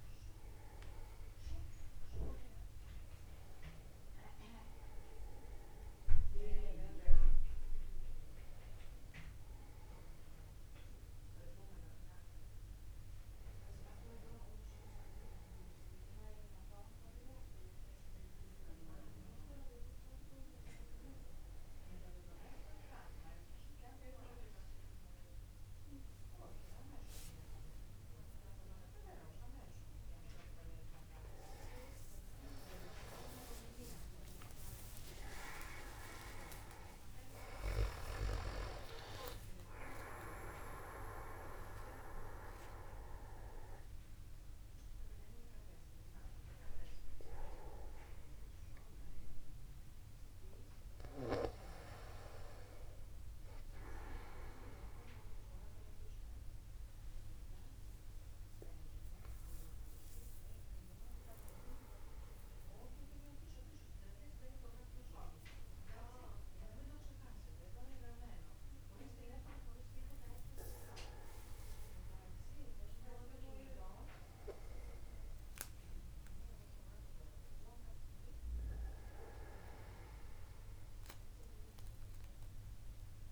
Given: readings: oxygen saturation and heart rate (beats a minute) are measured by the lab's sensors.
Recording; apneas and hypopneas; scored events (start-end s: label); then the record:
a person awake in a sleep study, by a room microphone; none
0.00-7.00 s: oxygen desaturation (device-marked, oxygen 92% lowest, heart rate 48 extreme)
9.50-11.50 s: long interval between heartbeats (device-marked, heart rate 54 before, 59 extreme)
28.00-30.00 s: long interval between heartbeats (device-marked, heart rate 53 before, 94 extreme)
31.00-33.00 s: long interval between heartbeats (device-marked, heart rate 62 before, 145 extreme)
37.00-39.00 s: long interval between heartbeats (device-marked, heart rate 93 before, 146 extreme)
57.50-59.50 s: long interval between heartbeats (device-marked, heart rate 73 before, 66 extreme)
From the record:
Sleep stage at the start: awake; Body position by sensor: upright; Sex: male